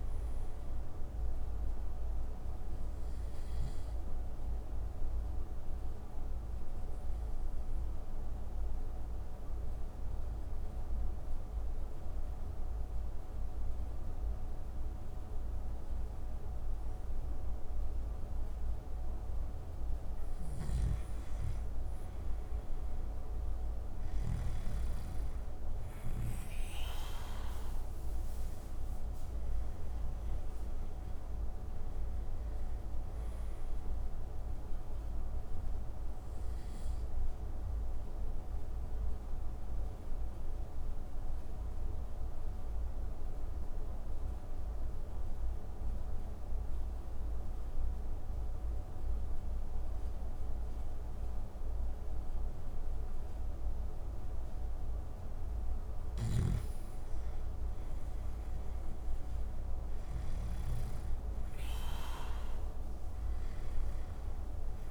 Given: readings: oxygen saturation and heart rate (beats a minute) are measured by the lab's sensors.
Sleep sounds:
breathing in sleep, hard to hear, by a room microphone; 2
1.50-20.50 s: oxygen desaturation (device-marked, oxygen 97% before, 91% lowest)
3.00-19.00 s: obstructive apnea (oxygen 97% before, 91% lowest)
19.50-23.50 s: snoring (device-marked)
21.50-25.50 s: arousal
30.50-55.50 s: oxygen desaturation (device-marked, oxygen 98% before, 92% lowest)
34.50-55.50 s: mixed apnea (oxygen 98% before, 89% lowest)
55.50-59.50 s: snoring (device-marked)
58.50-62.50 s: arousal
From the record:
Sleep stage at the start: N2 (light sleep); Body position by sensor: on the back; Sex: male

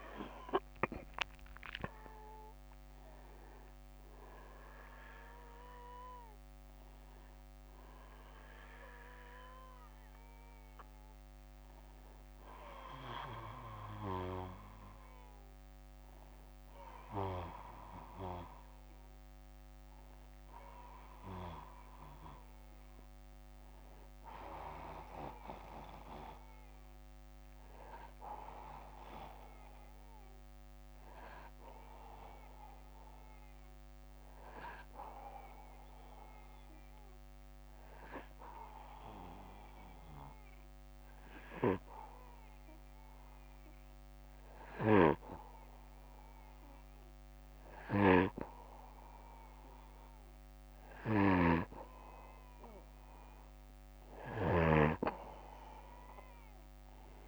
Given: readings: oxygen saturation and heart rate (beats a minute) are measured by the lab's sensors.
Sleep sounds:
breathing in sleep by a microphone on the trachea; 1
0.00-1.00 s: arousal
17.00-32.00 s: oxygen desaturation (device-marked, oxygen 94% before, 89% lowest, heart rate 68 before, 59 extreme)
29.50-50.50 s: hypopnea (oxygen 95% before, 94% lowest, heart rate 62 before, 59 extreme, up 3 after)
44.00-54.00 s: snoring (device-marked)
From the record:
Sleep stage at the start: N2 (light sleep); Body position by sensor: on the back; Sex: male

